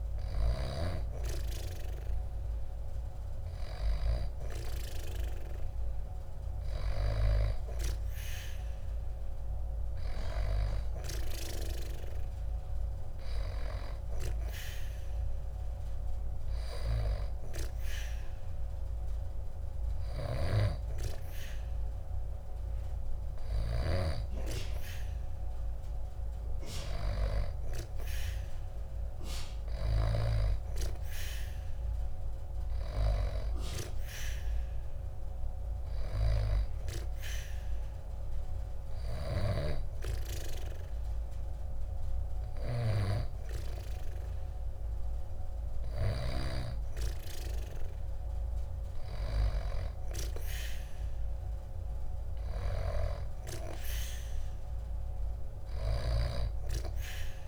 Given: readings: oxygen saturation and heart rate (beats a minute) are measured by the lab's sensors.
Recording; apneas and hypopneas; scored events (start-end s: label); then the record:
breathing in sleep by a room microphone; none
none scored
From the record:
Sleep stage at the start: N2 (light sleep); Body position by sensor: on the back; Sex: female